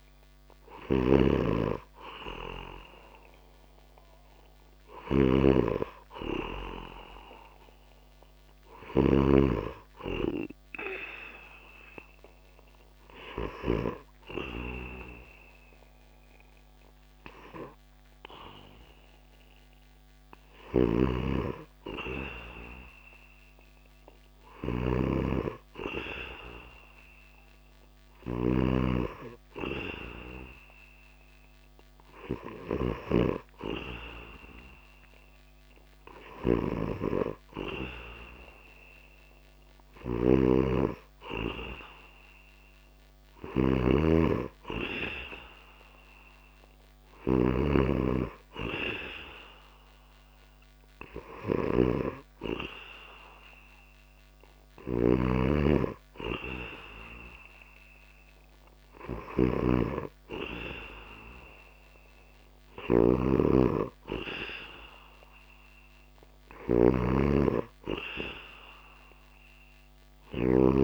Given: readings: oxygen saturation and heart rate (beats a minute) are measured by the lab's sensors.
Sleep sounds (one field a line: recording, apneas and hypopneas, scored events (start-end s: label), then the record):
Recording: breathing in sleep by a microphone on the trachea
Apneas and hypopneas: none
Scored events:
0.00-8.50 s: snoring (device-marked)
19.50-70.84 s: snoring (device-marked)
From the record:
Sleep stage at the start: N2 (light sleep)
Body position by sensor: on the back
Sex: male